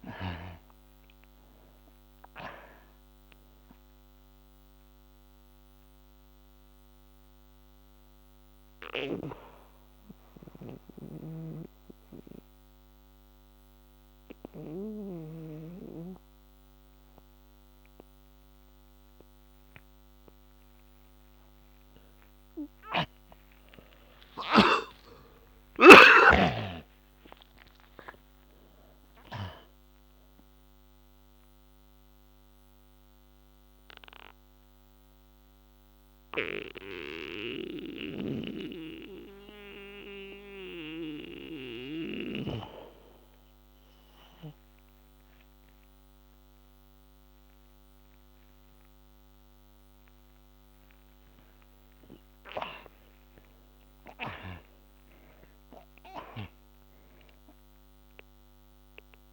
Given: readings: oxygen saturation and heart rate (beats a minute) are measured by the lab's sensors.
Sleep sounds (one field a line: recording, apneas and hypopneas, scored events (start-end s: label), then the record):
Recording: breathing in sleep by a microphone on the trachea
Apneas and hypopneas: 2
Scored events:
0.00-2.50 s: oxygen desaturation (device-marked, oxygen 83% lowest, heart rate 27 extreme)
4.50-17.50 s: oxygen desaturation (device-marked, oxygen 93% before, 72% lowest, heart rate 59 before, 28 extreme)
4.50-19.50 s: obstructive apnea (oxygen 93% before, 70% lowest, heart rate 59 before, 28 extreme, up 25 after)
11.00-15.50 s: snoring (device-marked)
22.50-28.50 s: arousal
32.50-51.00 s: mixed apnea (oxygen 93% before, 68% lowest, heart rate 61 before, 35 extreme, up 42 after)
37.50-51.50 s: oxygen desaturation (device-marked, oxygen 92% before, 73% lowest, heart rate 60 before, 48 extreme)
52.50-57.00 s: arousal
56.50-59.32 s: oxygen desaturation (device-marked, oxygen 95% before, 70% lowest, heart rate 71 before, 35 extreme)
From the record:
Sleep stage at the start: N2 (light sleep)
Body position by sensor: on the back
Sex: male